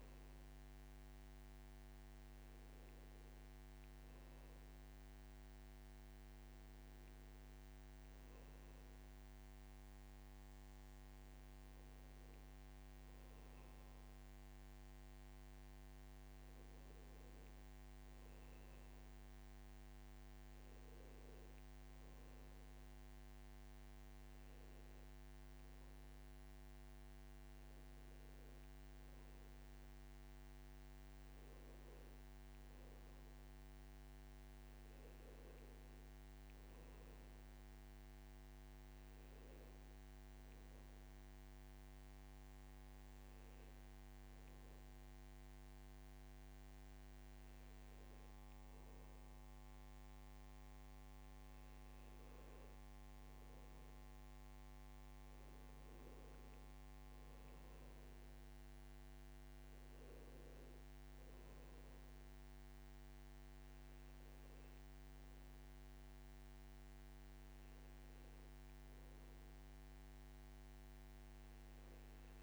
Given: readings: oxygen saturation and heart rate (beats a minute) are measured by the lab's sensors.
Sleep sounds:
breathing in sleep, hard to hear, by a microphone on the trachea; none
none scored
From the record:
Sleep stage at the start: N2 (light sleep); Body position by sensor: on the back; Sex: male

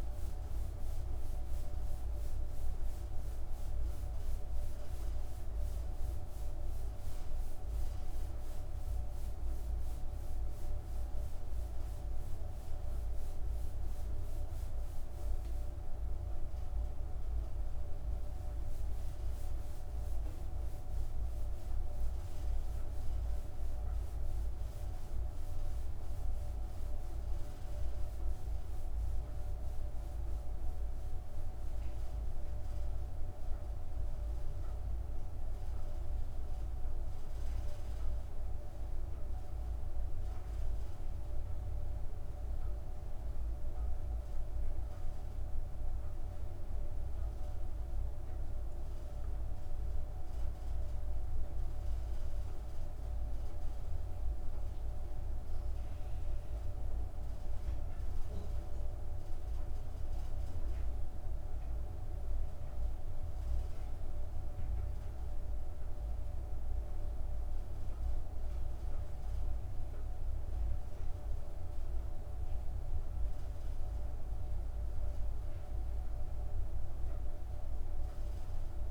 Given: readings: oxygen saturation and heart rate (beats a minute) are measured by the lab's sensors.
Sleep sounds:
breathing in sleep, hard to hear, by a room microphone; none
none scored
From the record:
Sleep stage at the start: N2 (light sleep); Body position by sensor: on the back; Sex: female

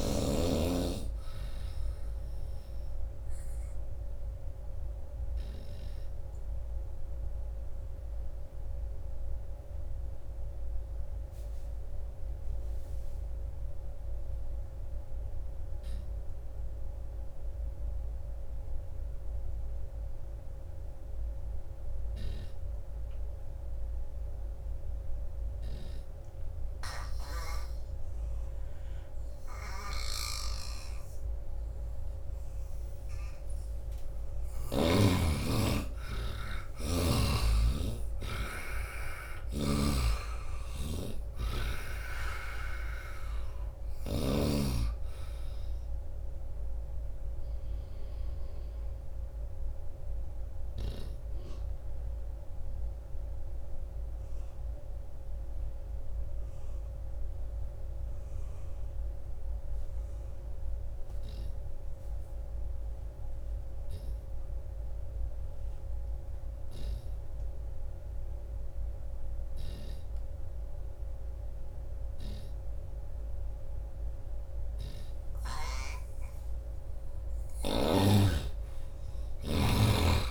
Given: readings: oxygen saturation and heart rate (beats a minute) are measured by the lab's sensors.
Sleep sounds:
breathing in sleep by a room microphone; 2
0.00-6.00 s: oxygen desaturation (device-marked, oxygen 79% lowest, heart rate 75 extreme)
2.00-33.00 s: obstructive apnea (oxygen 96% before, 78% lowest, heart rate 84 before, 68 extreme, up 17 after)
24.00-61.00 s: oxygen desaturation (device-marked, oxygen 98% before, 78% lowest, heart rate 86 before, 68 extreme)
26.50-34.50 s: snoring (device-marked)
34.50-38.00 s: arousal
39.00-44.00 s: snoring (device-marked)
47.50-76.00 s: obstructive apnea (oxygen 97% before, 77% lowest, heart rate 79 before, 78 extreme, up 7 after)
67.00-80.31 s: oxygen desaturation (device-marked, oxygen 98% before, 81% lowest, heart rate 86 before, 74 extreme)
77.50-80.31 s: arousal
77.50-80.31 s: snoring (device-marked)
From the record:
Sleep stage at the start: N2 (light sleep); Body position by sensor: on the right side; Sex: male

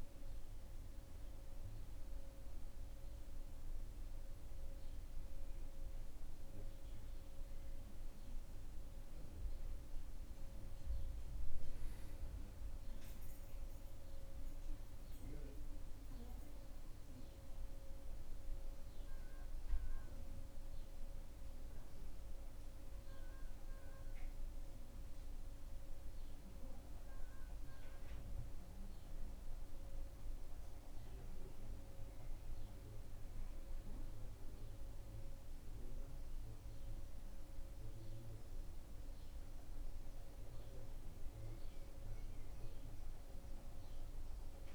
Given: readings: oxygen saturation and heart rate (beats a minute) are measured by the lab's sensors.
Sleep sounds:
breathing in sleep, hard to hear, by a room microphone; none
none scored
From the record:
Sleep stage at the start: N2 (light sleep); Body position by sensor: on the back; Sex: male

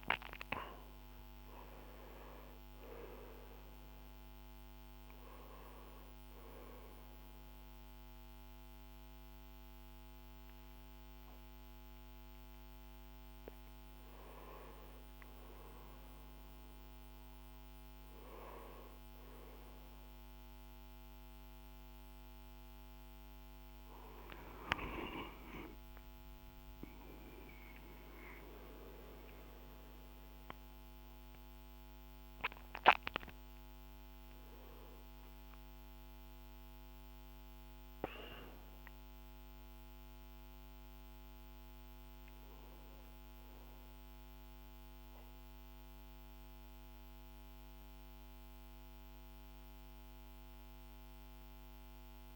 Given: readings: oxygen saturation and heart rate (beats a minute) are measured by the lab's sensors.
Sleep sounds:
a person partly awake in a sleep study, by a microphone on the trachea; none
24.00-52.36 s: new sleep stage, N1 (lightest sleep)
From the record:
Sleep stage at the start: awake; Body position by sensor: on the back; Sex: male

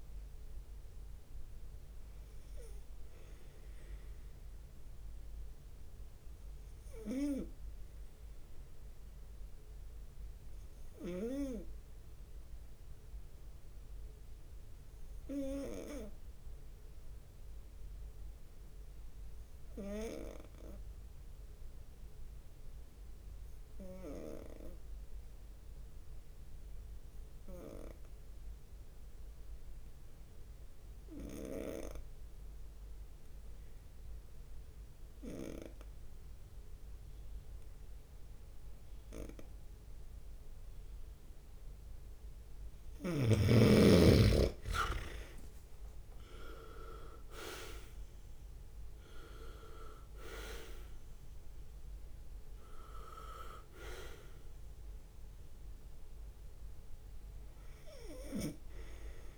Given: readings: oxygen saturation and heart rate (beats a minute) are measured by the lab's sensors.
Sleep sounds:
breathing in sleep by a room microphone; 1
0.00-2.00 s: drop in pulse transit time (device-marked, heart rate 65 extreme)
0.00-16.00 s: oxygen desaturation (device-marked, oxygen 92% lowest, heart rate 64 extreme)
5.00-42.00 s: obstructive apnea (oxygen 98% before, 87% lowest, heart rate 67 before, 63 extreme, up 15 after)
33.00-59.38 s: oxygen desaturation (device-marked, oxygen 98% before, 87% lowest, heart rate 67 before, 61 extreme)
44.00-48.00 s: leg movement (device-marked)
44.00-48.50 s: arousal
45.50-47.50 s: long interval between heartbeats (device-marked, heart rate 67 before, 72 extreme)
48.00-59.38 s: drop in pulse transit time (device-marked, heart rate 68 before, 63 extreme)
From the record:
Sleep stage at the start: N2 (light sleep); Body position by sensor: on the right side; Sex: male

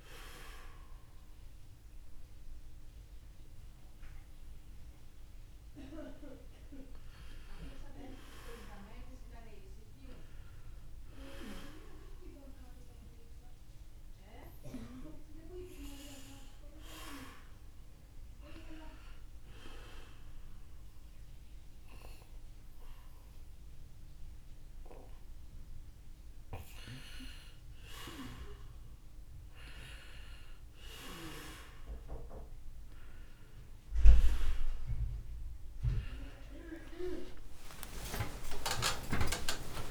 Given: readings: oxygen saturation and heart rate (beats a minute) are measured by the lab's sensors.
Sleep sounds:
a person partly awake in a sleep study, by a room microphone; 1
0.00-10.50 s: oxygen desaturation (device-marked, oxygen 90% lowest, heart rate 67 extreme)
8.50-12.00 s: arousal
14.50-28.50 s: hypopnea (oxygen 97% before, 91% lowest, heart rate 71 before, 68 extreme, up 1 after)
24.50-39.91 s: new sleep stage, awake
38.50-39.91 s: long interval between heartbeats (device-marked, heart rate 70 before, 88 extreme)
38.50-39.91 s: oxygen desaturation (device-marked, oxygen 95% before, 91% lowest, heart rate 70 before, 72 extreme)
From the record:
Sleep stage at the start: N2 (light sleep); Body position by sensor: on the back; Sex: male

